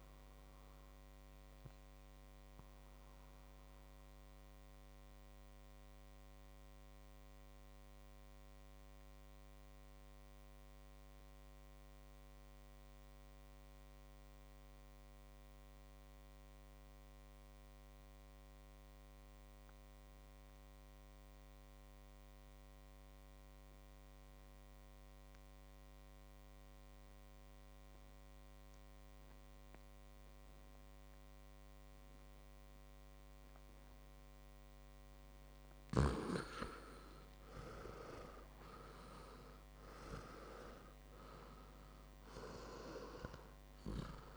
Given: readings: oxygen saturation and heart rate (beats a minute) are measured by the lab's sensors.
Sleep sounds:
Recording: breathing in sleep by a microphone on the trachea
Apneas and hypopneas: 1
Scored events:
0.00-4.50 s: oxygen desaturation (device-marked, oxygen 87% lowest, heart rate 49 extreme)
4.00-35.00 s: mixed apnea (oxygen 98% before, 83% lowest, heart rate 66 before, 49 extreme, up 15 after)
30.50-44.37 s: oxygen desaturation (device-marked, oxygen 100% before, 83% lowest, heart rate 53 before, 51 extreme)
36.00-40.50 s: arousal
From the record:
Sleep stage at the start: REM sleep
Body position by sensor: on the back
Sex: male

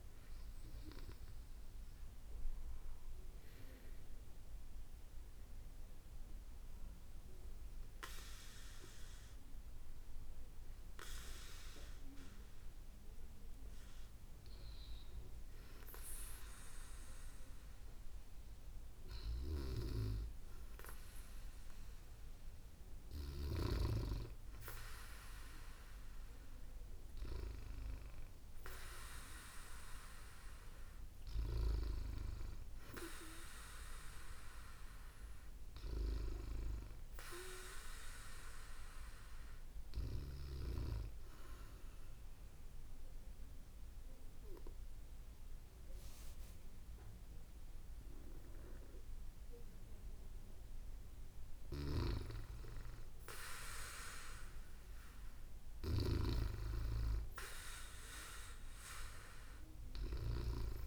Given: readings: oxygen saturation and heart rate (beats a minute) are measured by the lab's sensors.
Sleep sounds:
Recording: breathing in sleep by a room microphone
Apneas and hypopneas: 1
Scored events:
33.00-36.00 s: arousal
41.50-52.00 s: obstructive apnea (oxygen 98% before, 95% lowest, heart rate 66 before, 66 extreme, up 2 after)
54.00-58.00 s: arousal
From the record:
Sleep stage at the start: N2 (light sleep)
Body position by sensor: on the back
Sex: female

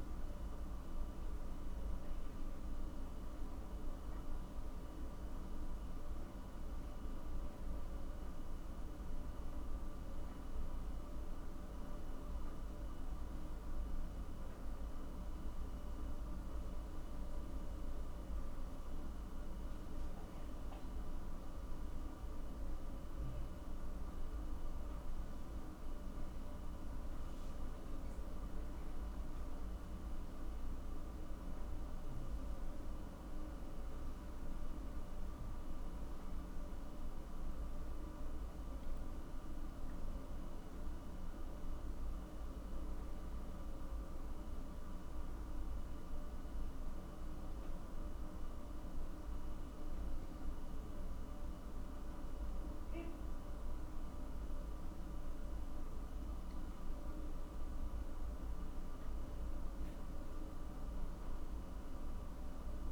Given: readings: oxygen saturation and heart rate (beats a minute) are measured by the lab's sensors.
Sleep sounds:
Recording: a person awake in a sleep study, hard to hear, by a room microphone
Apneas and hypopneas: none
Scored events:
none scored
From the record:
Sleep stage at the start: awake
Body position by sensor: on the back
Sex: male

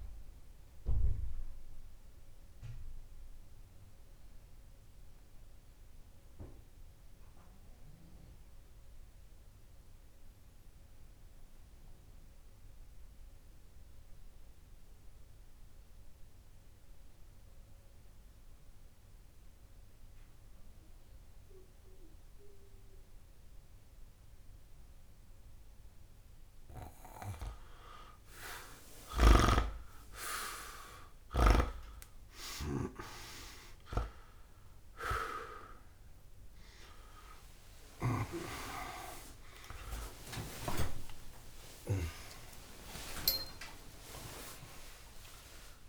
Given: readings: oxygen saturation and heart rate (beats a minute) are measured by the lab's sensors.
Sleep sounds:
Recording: a person awake in a sleep study, by a room microphone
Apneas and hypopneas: 1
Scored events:
0.50-28.50 s: mixed apnea (oxygen 99% before, 92% lowest)
19.00-45.88 s: new sleep stage, awake
25.00-45.88 s: oxygen desaturation (device-marked, oxygen 99% before, 92% lowest)
43.50-45.50 s: long interval between heartbeats (device-marked)
From the record:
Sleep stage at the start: N2 (light sleep)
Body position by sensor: on the back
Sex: male

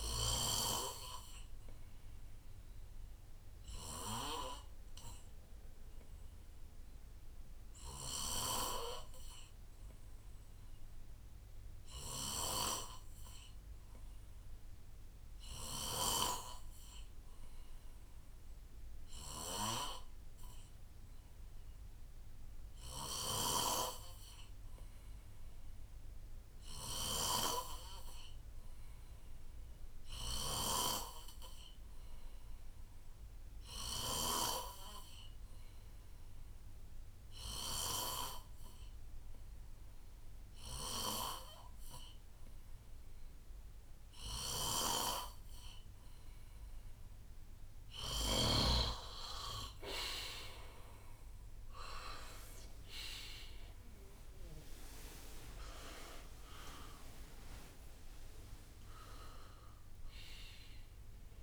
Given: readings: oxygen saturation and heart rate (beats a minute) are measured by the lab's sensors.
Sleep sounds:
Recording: breathing in sleep by a room microphone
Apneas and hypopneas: 1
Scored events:
1.00-3.00 s: long interval between heartbeats (device-marked, heart rate 72 before, 79 extreme)
1.50-47.50 s: obstructive apnea (oxygen 95% before, 88% lowest, heart rate 72 before, 59 extreme, up 11 after)
10.50-12.50 s: long interval between heartbeats (device-marked, heart rate 72 before, 75 extreme)
12.00-16.00 s: snoring (device-marked)
22.00-42.00 s: oxygen desaturation (device-marked, oxygen 95% before, 90% lowest, heart rate 74 before, 67 extreme)
23.00-34.50 s: snoring (device-marked)
43.00-45.00 s: long interval between heartbeats (device-marked, heart rate 71 before, 80 extreme)
44.00-48.50 s: snoring (device-marked)
48.00-61.43 s: oxygen desaturation (device-marked, oxygen 91% before, 88% lowest, heart rate 74 before, 58 extreme)
51.00-61.43 s: drop in pulse transit time (device-marked, heart rate 74 before, 73 extreme)
53.00-58.00 s: arousal
From the record:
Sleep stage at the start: N2 (light sleep)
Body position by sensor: on the right side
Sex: male

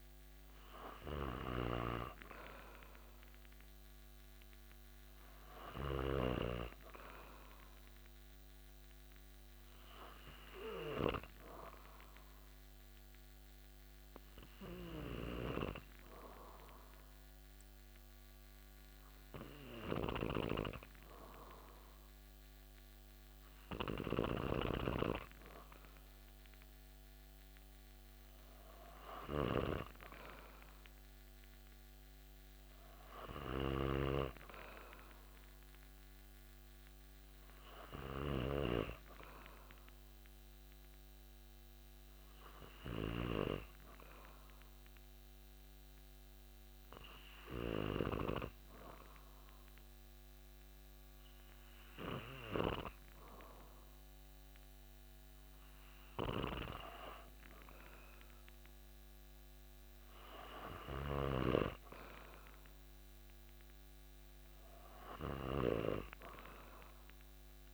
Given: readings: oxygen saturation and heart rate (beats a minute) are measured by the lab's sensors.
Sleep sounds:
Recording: breathing in sleep by a microphone on the trachea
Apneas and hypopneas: 2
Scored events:
9.00-22.50 s: hypopnea (oxygen 97% before, 95% lowest)
25.00-29.00 s: arousal
33.50-38.50 s: snoring (device-marked)
39.00-53.50 s: hypopnea (oxygen 97% before, 95% lowest)
57.50-61.00 s: arousal
From the record:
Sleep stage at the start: N2 (light sleep)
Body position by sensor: on the back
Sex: male

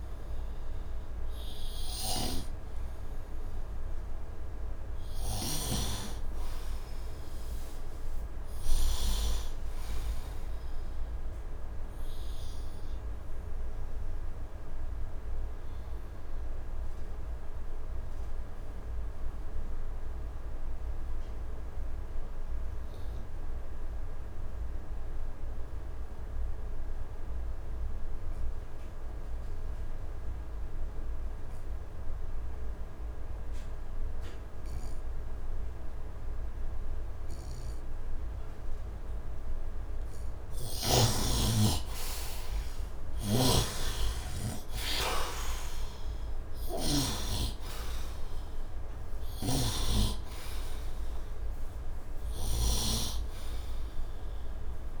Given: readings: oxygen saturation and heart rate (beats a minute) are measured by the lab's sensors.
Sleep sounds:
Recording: breathing in sleep by a room microphone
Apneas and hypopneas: 1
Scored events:
0.00-8.50 s: oxygen desaturation (device-marked, oxygen 77% lowest, heart rate 73 extreme)
1.50-5.50 s: snoring (device-marked)
13.00-43.00 s: obstructive apnea (oxygen 99% before, 72% lowest, heart rate 81 before, 73 extreme, up 18 after)
28.50-55.00 s: oxygen desaturation (device-marked, oxygen 97% before, 72% lowest, heart rate 79 before, 71 extreme)
43.00-47.00 s: snoring (device-marked)
45.00-50.50 s: arousal
49.00-55.00 s: snoring (device-marked)
From the record:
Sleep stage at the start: N2 (light sleep)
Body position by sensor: on the right side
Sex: male

